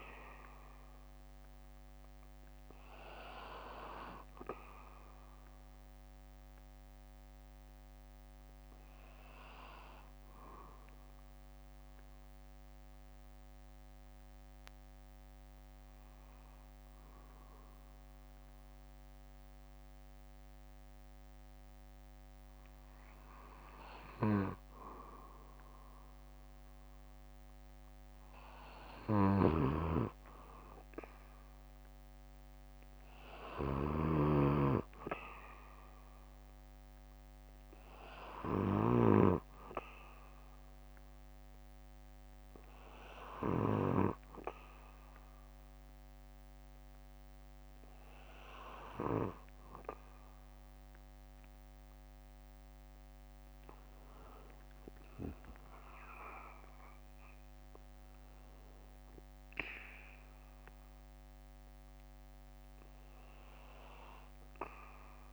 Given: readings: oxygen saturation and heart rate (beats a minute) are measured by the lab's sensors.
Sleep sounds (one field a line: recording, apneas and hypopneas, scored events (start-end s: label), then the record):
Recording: breathing in sleep by a microphone on the trachea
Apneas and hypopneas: 1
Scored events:
2.50-6.50 s: bradycardia (device-marked, heart rate 61 before, 58 extreme)
8.50-27.50 s: oxygen desaturation (device-marked, oxygen 96% before, 93% lowest, heart rate 61 before, 52 extreme)
8.50-35.50 s: bradycardia (device-marked, heart rate 61 before, 52 extreme)
11.50-23.50 s: mixed apnea (oxygen 97% before, 93% lowest, heart rate 60 before, 56 extreme, up 6 after)
30.50-33.50 s: arousal
37.50-39.50 s: bradycardia (device-marked, heart rate 61 before, 59 extreme)
46.50-57.50 s: oxygen desaturation (device-marked, oxygen 96% before, 93% lowest, heart rate 60 before, 58 extreme)
From the record:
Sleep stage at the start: N2 (light sleep)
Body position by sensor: on the back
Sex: male